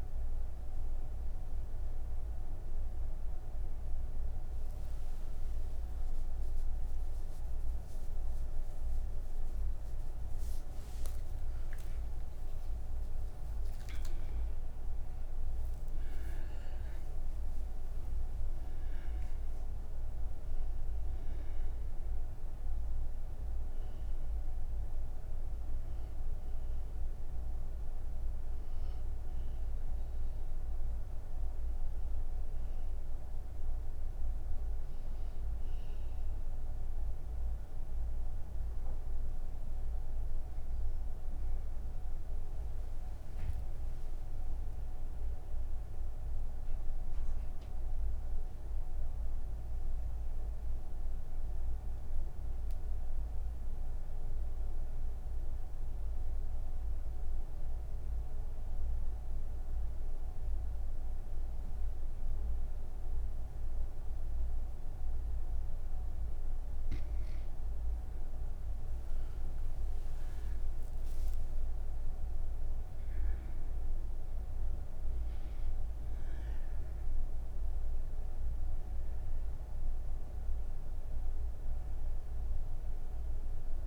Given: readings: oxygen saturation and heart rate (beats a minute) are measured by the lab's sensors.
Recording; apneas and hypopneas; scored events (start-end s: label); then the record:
breathing in sleep, hard to hear, by a room microphone; none
34.00-47.00 s: oxygen desaturation (device-marked, oxygen 96% before, 93% lowest)
From the record:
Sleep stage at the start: N1 (lightest sleep); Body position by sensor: on the right side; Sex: female